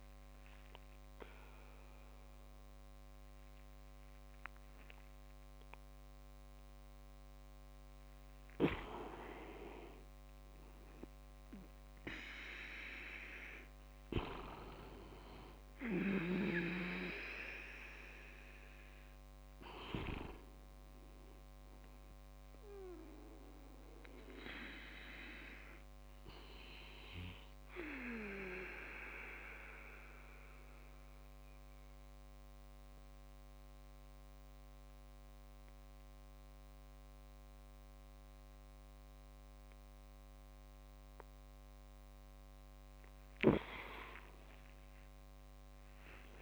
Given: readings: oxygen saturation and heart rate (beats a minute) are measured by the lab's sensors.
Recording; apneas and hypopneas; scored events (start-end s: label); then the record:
breathing in sleep by a microphone on the trachea; 1
9.00-18.00 s: oxygen desaturation (device-marked, oxygen 99% before, 95% lowest)
20.50-24.00 s: arousal
27.00-42.00 s: obstructive apnea (oxygen 99% before, 96% lowest)
45.00-46.42 s: arousal
From the record:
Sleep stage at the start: N2 (light sleep); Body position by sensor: on the back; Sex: male